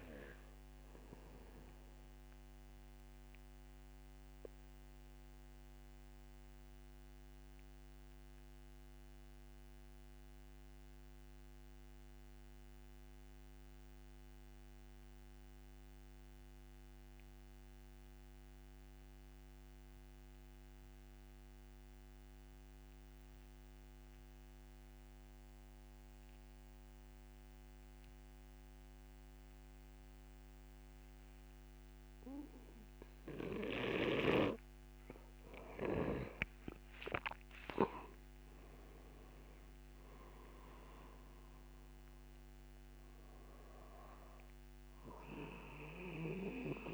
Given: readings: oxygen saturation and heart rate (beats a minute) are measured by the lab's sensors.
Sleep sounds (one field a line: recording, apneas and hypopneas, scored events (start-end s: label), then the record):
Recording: breathing in sleep by a microphone on the trachea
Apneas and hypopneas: 1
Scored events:
0.00-18.00 s: oxygen desaturation (device-marked, oxygen 85% lowest, heart rate 49 extreme)
4.50-33.50 s: obstructive apnea (oxygen 97% before, 85% lowest, heart rate 61 before, 49 extreme, up 4 after)
31.00-46.94 s: oxygen desaturation (device-marked, oxygen 98% before, 87% lowest)
37.00-41.50 s: arousal
From the record:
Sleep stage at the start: N2 (light sleep)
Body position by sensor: on the back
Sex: male